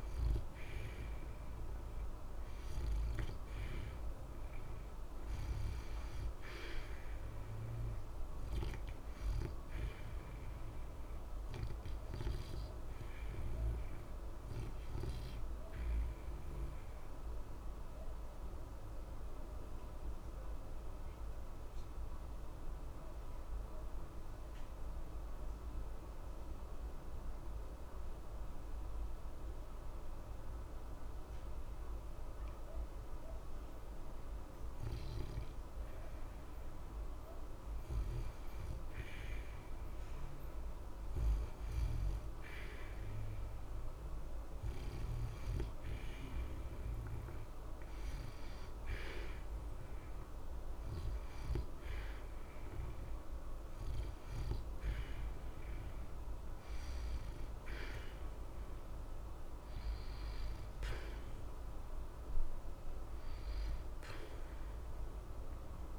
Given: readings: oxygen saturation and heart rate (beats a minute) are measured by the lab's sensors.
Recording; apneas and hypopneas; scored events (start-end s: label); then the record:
breathing in sleep, hard to hear, by a room microphone; 1
0.00-1.50 s: arousal
0.00-11.50 s: oxygen desaturation (device-marked, oxygen 85% lowest, heart rate 60 extreme)
15.00-34.50 s: obstructive apnea (oxygen 89% before, 81% lowest, heart rate 61 before, 60 extreme, up 1 after)
20.50-40.50 s: oxygen desaturation (device-marked, oxygen 87% before, 81% lowest, heart rate 61 before, 60 extreme)
37.00-41.50 s: arousal
52.50-65.99 s: oxygen desaturation (device-marked, oxygen 90% before, 81% lowest, heart rate 61 before, 60 extreme)
From the record:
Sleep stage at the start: REM sleep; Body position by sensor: on the back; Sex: male